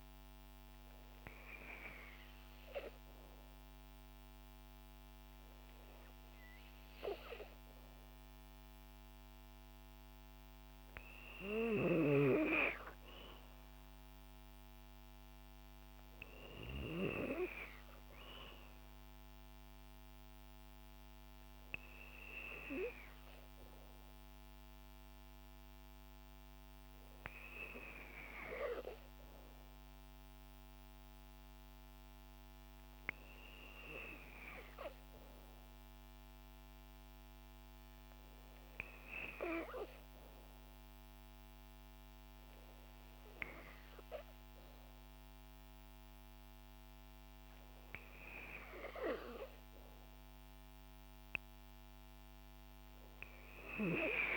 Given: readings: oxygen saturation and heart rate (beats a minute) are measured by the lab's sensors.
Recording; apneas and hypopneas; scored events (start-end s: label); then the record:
breathing in sleep by a microphone on the trachea; none
none scored
From the record:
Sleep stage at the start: N2 (light sleep); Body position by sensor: on the back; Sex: female